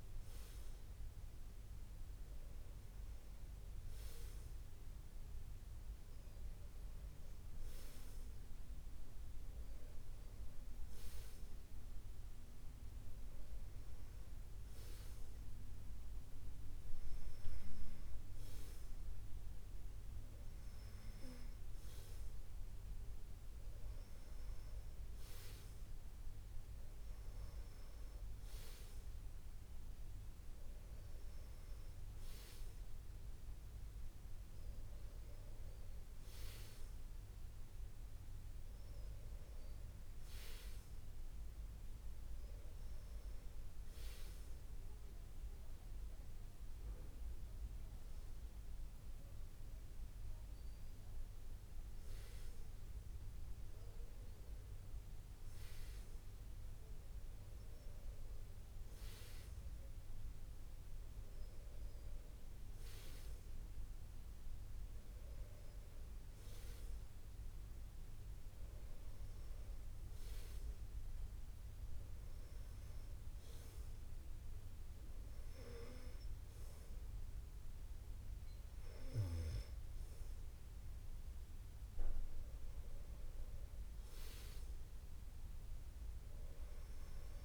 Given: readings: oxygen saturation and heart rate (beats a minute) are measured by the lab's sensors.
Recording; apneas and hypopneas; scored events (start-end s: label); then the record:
breathing in sleep, hard to hear, by a room microphone; none
none scored
From the record:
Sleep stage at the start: N2 (light sleep); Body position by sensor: on the back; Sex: male